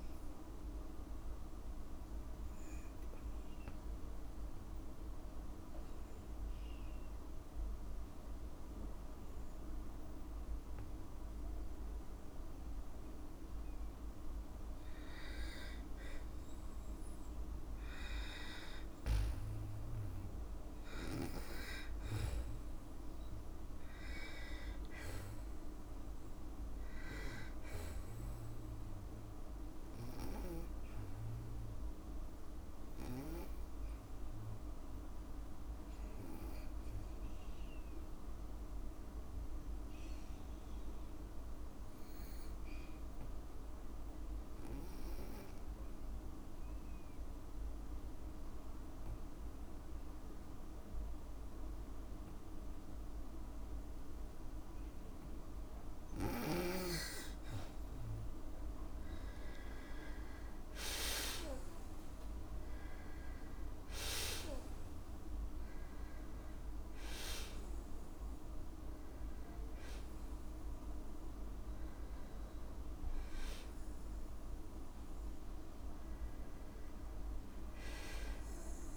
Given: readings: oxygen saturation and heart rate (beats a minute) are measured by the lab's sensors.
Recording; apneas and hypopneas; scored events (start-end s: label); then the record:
breathing in sleep by a room microphone; 2
2.50-17.50 s: hypopnea (oxygen 99% before, 93% lowest, heart rate 58 before, 56 extreme, up 2 after)
4.50-19.50 s: oxygen desaturation (device-marked, oxygen 98% before, 93% lowest, heart rate 58 before, 56 extreme)
21.50-25.00 s: arousal
38.50-54.50 s: hypopnea (oxygen 97% before, 92% lowest, heart rate 58 before, 57 extreme, up 4 after)
57.50-61.50 s: arousal
From the record:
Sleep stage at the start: N2 (light sleep); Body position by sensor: on the back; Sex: female